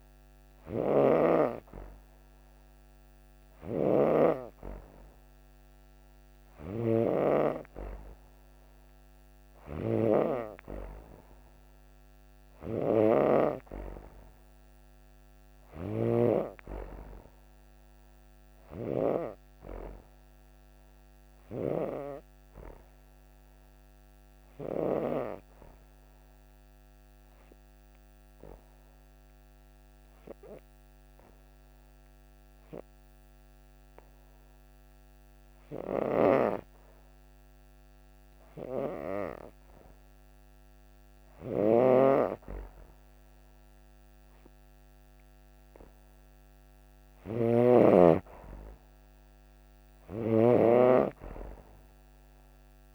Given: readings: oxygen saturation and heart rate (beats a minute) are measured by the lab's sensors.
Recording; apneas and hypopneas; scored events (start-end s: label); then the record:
breathing in sleep by a microphone on the trachea; 1
0.00-6.50 s: oxygen desaturation (device-marked, oxygen 93% lowest, heart rate 30 extreme)
0.50-4.00 s: snoring (device-marked)
15.00-18.50 s: arousal
23.00-44.00 s: hypopnea (oxygen 94% before, 91% lowest)
46.50-50.00 s: arousal
47.00-50.50 s: snoring (device-marked)
49.50-52.95 s: oxygen desaturation (device-marked, oxygen 95% before, 91% lowest)
From the record:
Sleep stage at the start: N2 (light sleep); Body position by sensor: on the back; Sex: female